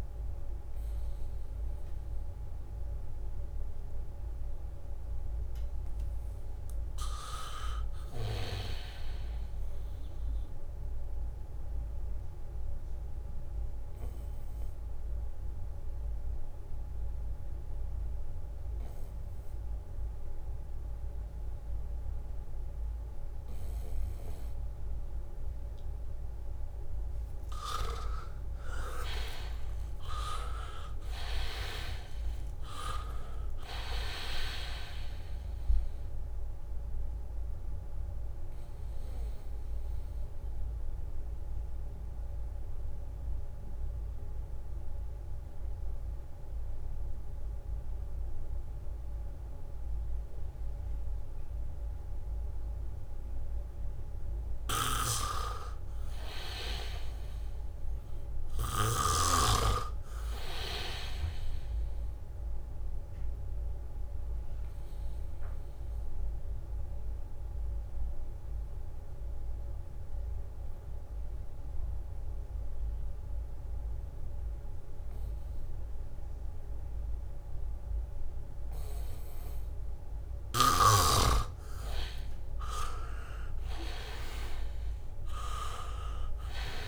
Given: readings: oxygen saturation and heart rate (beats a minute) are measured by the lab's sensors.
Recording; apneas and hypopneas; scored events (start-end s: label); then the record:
breathing in sleep by a room microphone; 3
0.00-12.00 s: oxygen desaturation (device-marked, oxygen 89% lowest, heart rate 72 extreme)
11.50-14.00 s: leg movement (device-marked)
12.00-26.00 s: obstructive apnea (oxygen 98% before, 83% lowest, heart rate 77 before, 72 extreme, up 0 after)
16.00-24.50 s: leg movement (device-marked)
27.00-52.00 s: oxygen desaturation (device-marked, oxygen 98% before, 83% lowest, heart rate 77 before, 72 extreme)
28.50-33.50 s: arousal
37.50-53.50 s: obstructive apnea (oxygen 98% before, 82% lowest, heart rate 74 before, 74 extreme, up 4 after)
54.00-75.00 s: oxygen desaturation (device-marked, oxygen 99% before, 87% lowest, heart rate 76 before, 72 extreme)
55.00-59.50 s: snoring (device-marked)
56.50-60.50 s: arousal
63.00-80.50 s: obstructive apnea (oxygen 99% before, 82% lowest, heart rate 78 before, 72 extreme, up 0 after)
80.00-86.88 s: oxygen desaturation (device-marked, oxygen 97% before, 82% lowest, heart rate 76 before, 72 extreme)
80.50-86.88 s: leg movement (device-marked)
84.00-86.88 s: arousal
From the record:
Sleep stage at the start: N2 (light sleep); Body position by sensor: on the back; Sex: male